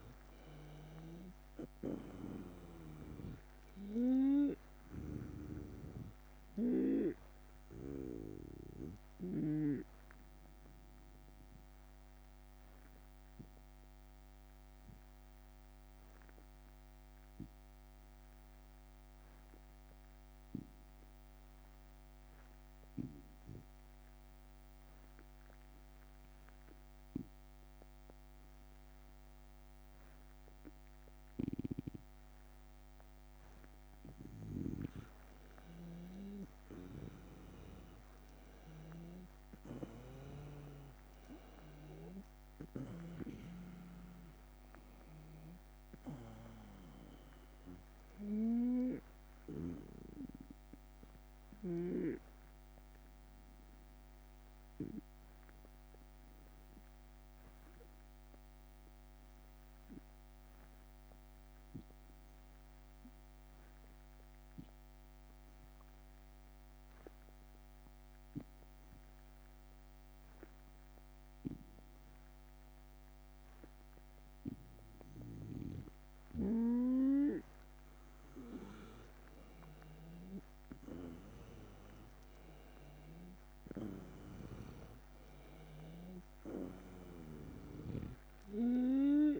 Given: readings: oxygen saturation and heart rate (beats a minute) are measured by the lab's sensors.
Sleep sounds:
breathing in sleep by a microphone on the trachea; 2
0.00-6.50 s: snoring (device-marked)
0.00-11.00 s: drop in pulse transit time (device-marked, heart rate 58 extreme)
4.50-6.50 s: long interval between heartbeats (device-marked, heart rate 78 before, 82 extreme)
8.50-33.00 s: obstructive apnea (oxygen 97% before, 91% lowest, heart rate 79 before, 58 extreme, up 4 after)
10.50-12.50 s: long interval between heartbeats (device-marked, heart rate 79 before, 58 extreme)
31.00-43.50 s: snoring (device-marked)
35.50-40.50 s: arousal
36.00-64.00 s: oxygen desaturation (device-marked, oxygen 96% before, 92% lowest, heart rate 76 before, 74 extreme)
41.00-52.00 s: drop in pulse transit time (device-marked, heart rate 78 before, 80 extreme)
54.00-76.00 s: obstructive apnea (oxygen 97% before, 90% lowest, heart rate 79 before, 74 extreme, up 6 after)
79.00-83.50 s: arousal
79.00-89.40 s: oxygen desaturation (device-marked, oxygen 96% before, 91% lowest, heart rate 76 before, 75 extreme)
81.00-89.40 s: drop in pulse transit time (device-marked, heart rate 76 before, 78 extreme)
85.00-89.00 s: snoring (device-marked)
From the record:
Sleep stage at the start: N2 (light sleep); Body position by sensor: on the right side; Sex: male

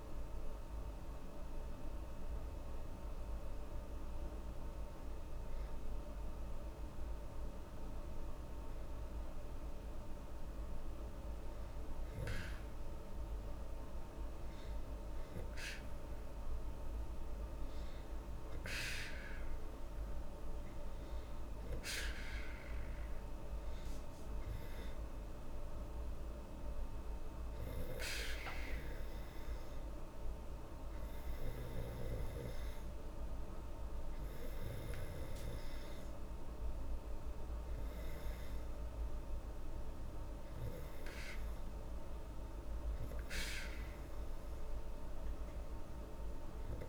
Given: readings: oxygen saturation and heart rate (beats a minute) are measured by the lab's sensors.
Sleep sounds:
breathing in sleep by a room microphone; none
none scored
From the record:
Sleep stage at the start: N2 (light sleep); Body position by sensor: on the back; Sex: female

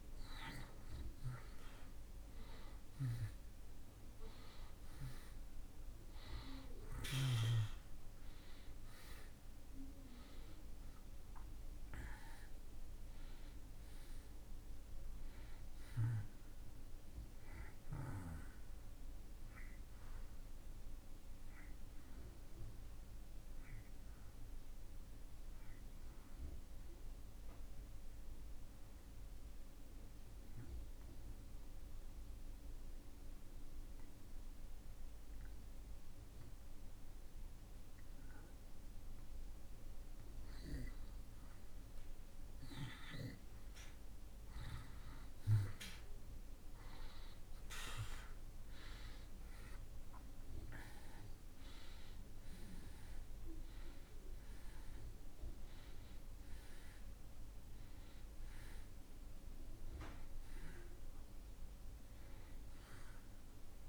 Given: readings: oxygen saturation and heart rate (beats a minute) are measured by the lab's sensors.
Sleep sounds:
breathing in sleep by a room microphone; 1
0.00-1.50 s: arousal
2.50-36.50 s: oxygen desaturation (device-marked, oxygen 96% before, 83% lowest)
27.00-39.50 s: obstructive apnea (oxygen 95% before, 81% lowest)
45.50-51.00 s: arousal
48.50-63.89 s: oxygen desaturation (device-marked, oxygen 95% before, 81% lowest)
From the record:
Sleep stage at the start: N2 (light sleep); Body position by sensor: on the back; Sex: male

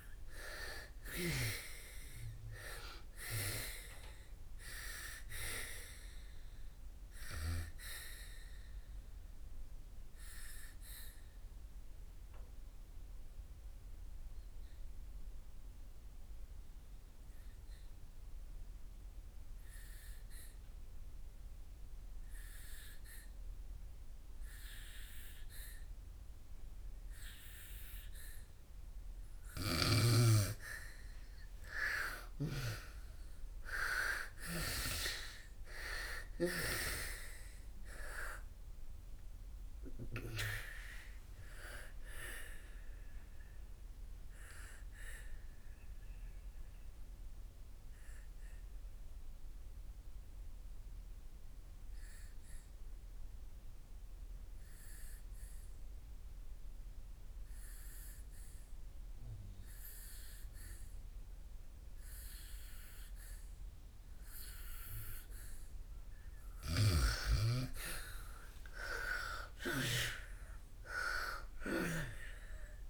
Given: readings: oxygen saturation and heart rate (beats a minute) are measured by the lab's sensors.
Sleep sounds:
breathing in sleep by a room microphone; 2
0.00-1.00 s: arousal
0.00-23.00 s: oxygen desaturation (device-marked, oxygen 84% lowest, heart rate 59 extreme)
9.00-31.00 s: obstructive apnea (oxygen 99% before, 84% lowest, heart rate 88 before, 59 extreme, up 11 after)
25.00-58.00 s: oxygen desaturation (device-marked, oxygen 99% before, 86% lowest, heart rate 66 before, 59 extreme)
32.50-36.50 s: arousal
44.50-65.50 s: obstructive apnea (oxygen 99% before, 84% lowest, heart rate 69 before, 59 extreme, up 22 after)
63.00-72.90 s: oxygen desaturation (device-marked, oxygen 98% before, 84% lowest, heart rate 64 before, 60 extreme)
69.00-72.90 s: arousal
From the record:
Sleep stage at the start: N2 (light sleep); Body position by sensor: on the back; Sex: female

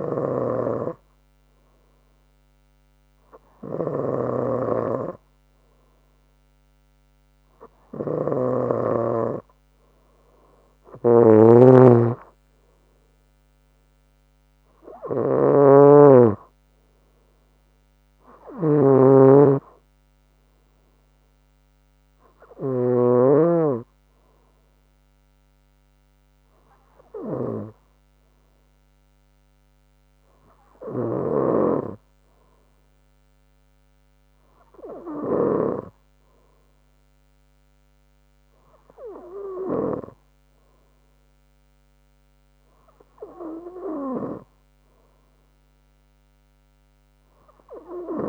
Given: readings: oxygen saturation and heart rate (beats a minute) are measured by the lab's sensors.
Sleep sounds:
breathing in sleep by a microphone on the trachea; none
0.00-9.00 s: snoring (device-marked)
10.50-12.50 s: long interval between heartbeats (device-marked, heart rate 65 before, 76 extreme)
11.00-23.50 s: snoring (device-marked)
26.00-30.00 s: bradycardia (device-marked, heart rate 65 before, 59 extreme)
39.50-41.50 s: long interval between heartbeats (device-marked, heart rate 63 before, 71 extreme)
From the record:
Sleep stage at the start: N3 (deep sleep); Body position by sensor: on the front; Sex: female

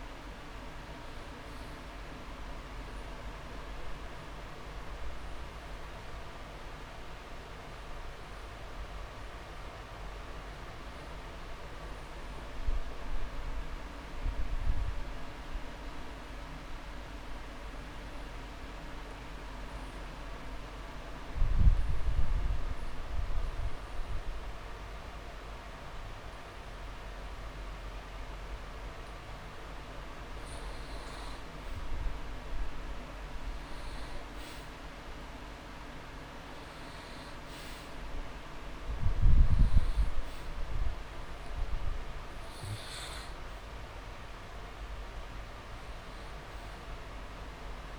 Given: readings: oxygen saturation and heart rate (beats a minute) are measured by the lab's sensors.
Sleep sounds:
breathing in sleep, hard to hear, by a room microphone; 1
0.00-2.00 s: long interval between heartbeats (device-marked)
0.00-25.00 s: oxygen desaturation (device-marked, oxygen 88% lowest)
11.50-29.50 s: obstructive apnea (oxygen 98% before, 88% lowest)
32.50-36.00 s: arousal
38.50-40.50 s: long interval between heartbeats (device-marked)
43.00-47.99 s: oxygen desaturation (device-marked, oxygen 99% before, 90% lowest)
From the record:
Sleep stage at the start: N2 (light sleep); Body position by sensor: on the back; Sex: male

